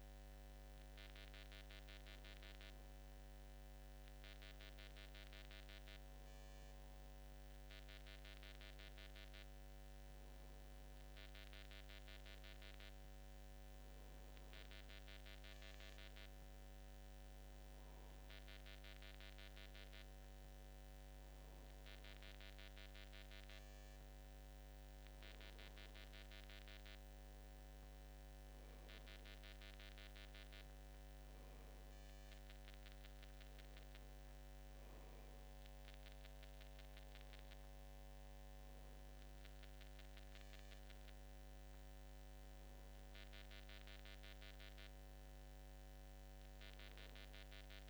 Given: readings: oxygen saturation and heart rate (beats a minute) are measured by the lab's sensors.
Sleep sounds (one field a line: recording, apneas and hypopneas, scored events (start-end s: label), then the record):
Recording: breathing in sleep, hard to hear, by a microphone on the trachea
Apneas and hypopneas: none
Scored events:
15.00-47.90 s: new sleep stage, N2 (light sleep)
From the record:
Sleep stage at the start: N1 (lightest sleep)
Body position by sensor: on the back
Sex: male